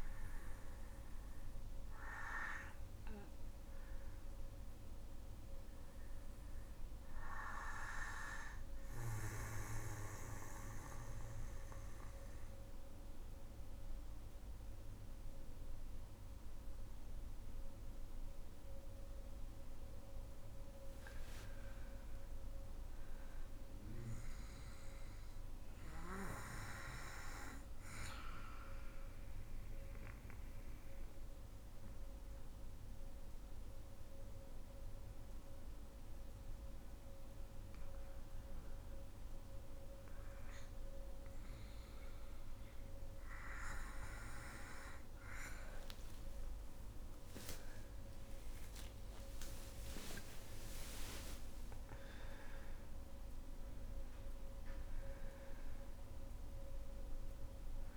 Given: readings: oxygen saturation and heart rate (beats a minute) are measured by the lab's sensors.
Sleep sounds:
breathing in sleep by a room microphone; 2
0.00-7.50 s: oxygen desaturation (device-marked, oxygen 89% lowest, heart rate 51 extreme)
0.50-19.00 s: obstructive apnea (oxygen 99% before, 89% lowest, heart rate 63 before, 47 extreme, up 6 after)
20.50-24.50 s: arousal
30.00-42.00 s: obstructive apnea (oxygen 99% before, 92% lowest, heart rate 54 before, 47 extreme, up 28 after)
45.50-50.00 s: arousal
46.50-48.50 s: long interval between heartbeats (device-marked, heart rate 51 before, 69 extreme)
51.50-57.97 s: oxygen desaturation (device-marked, oxygen 98% before, 92% lowest, heart rate 56 before, 51 extreme)
From the record:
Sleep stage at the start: REM sleep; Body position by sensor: on the back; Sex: female

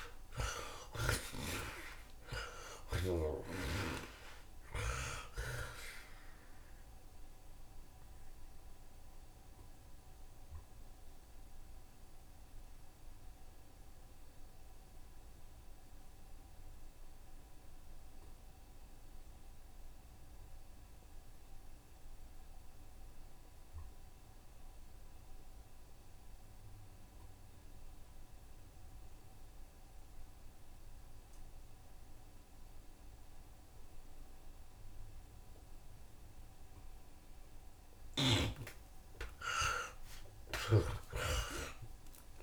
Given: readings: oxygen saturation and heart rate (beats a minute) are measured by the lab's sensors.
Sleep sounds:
breathing in sleep by a room microphone; 1
0.00-1.50 s: long interval between heartbeats (device-marked, heart rate 88 extreme)
0.00-2.00 s: arousal
0.00-22.00 s: oxygen desaturation (device-marked, oxygen 52% lowest, heart rate 67 extreme)
3.50-5.50 s: long interval between heartbeats (device-marked, heart rate 77 before, 90 extreme)
7.00-35.50 s: mixed apnea (oxygen 86% before, 52% lowest, heart rate 77 before, 63 extreme, up 33 after)
24.00-42.43 s: oxygen desaturation (device-marked, oxygen 87% before, 52% lowest, heart rate 76 before, 63 extreme)
38.00-42.00 s: arousal
39.00-42.43 s: tachycardia (device-marked, heart rate 78 before, 108 extreme)
40.00-42.00 s: long interval between heartbeats (device-marked, heart rate 75 before, 89 extreme)
From the record:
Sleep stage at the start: N2 (light sleep); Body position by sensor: on the right side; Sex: male

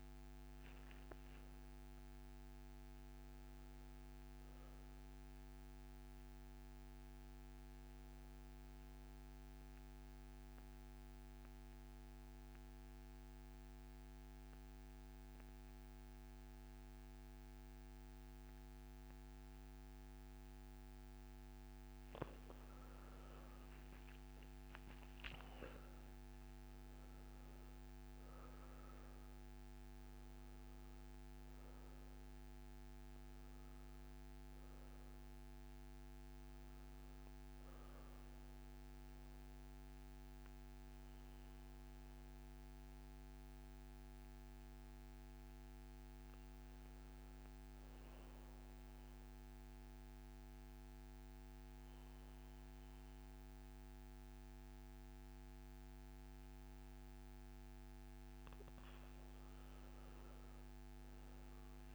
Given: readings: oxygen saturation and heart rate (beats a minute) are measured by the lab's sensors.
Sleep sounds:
breathing in sleep, hard to hear, by a microphone on the trachea; 2
0.00-3.00 s: arousal
4.50-20.00 s: obstructive apnea (oxygen 99% before, 89% lowest, heart rate 108 before, 61 extreme, up 11 after)
21.00-39.00 s: oxygen desaturation (device-marked, oxygen 98% before, 89% lowest, heart rate 71 before, 63 extreme)
23.50-27.00 s: arousal
38.00-57.50 s: obstructive apnea (oxygen 98% before, 86% lowest, heart rate 69 before, 63 extreme, up 12 after)
58.00-61.95 s: oxygen desaturation (device-marked, oxygen 98% before, 92% lowest, heart rate 67 before, 64 extreme)
60.00-61.95 s: arousal
From the record:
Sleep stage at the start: N2 (light sleep); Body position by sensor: on the back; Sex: male

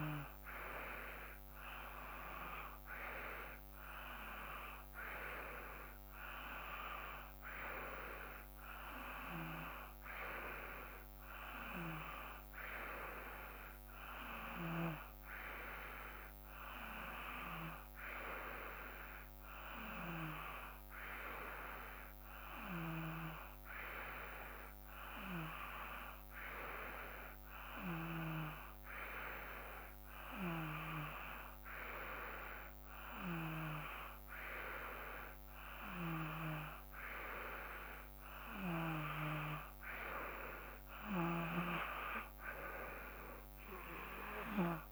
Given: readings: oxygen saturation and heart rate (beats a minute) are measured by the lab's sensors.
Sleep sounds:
breathing in sleep by a microphone on the trachea; none
42.00-44.00 s: long interval between heartbeats (device-marked, heart rate 58 before, 68 extreme)
From the record:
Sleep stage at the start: N2 (light sleep); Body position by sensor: on the back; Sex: male

